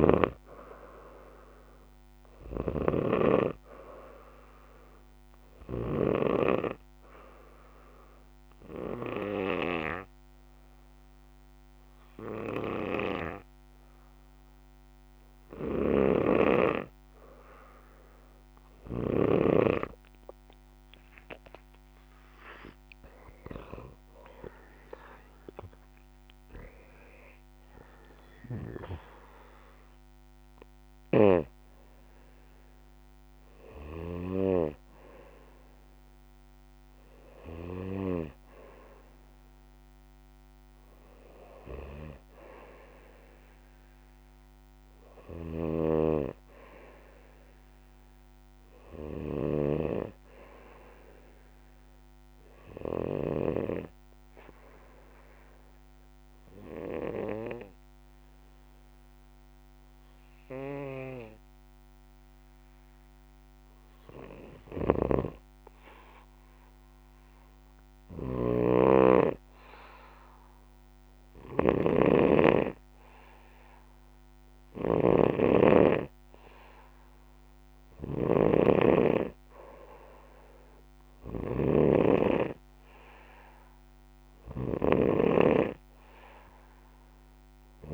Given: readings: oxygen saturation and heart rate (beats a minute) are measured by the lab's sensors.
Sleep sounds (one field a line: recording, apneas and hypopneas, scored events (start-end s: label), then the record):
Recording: breathing in sleep by a microphone on the trachea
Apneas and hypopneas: 2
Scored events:
0.00-6.00 s: snoring (device-marked)
2.50-14.50 s: oxygen desaturation (device-marked, oxygen 97% before, 94% lowest, heart rate 63 before, 58 extreme)
8.00-18.50 s: obstructive apnea (oxygen 97% before, 93% lowest, heart rate 65 before, 56 extreme, up 10 after)
16.00-19.50 s: snoring (device-marked)
23.50-27.50 s: arousal
31.00-34.50 s: snoring (device-marked)
45.50-53.50 s: snoring (device-marked)
64.50-87.94 s: snoring (device-marked)
66.00-78.50 s: obstructive apnea (oxygen 96% before, 91% lowest, heart rate 61 before, 62 extreme, up 0 after)
82.00-86.00 s: arousal
From the record:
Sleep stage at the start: N2 (light sleep)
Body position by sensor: on the back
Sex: male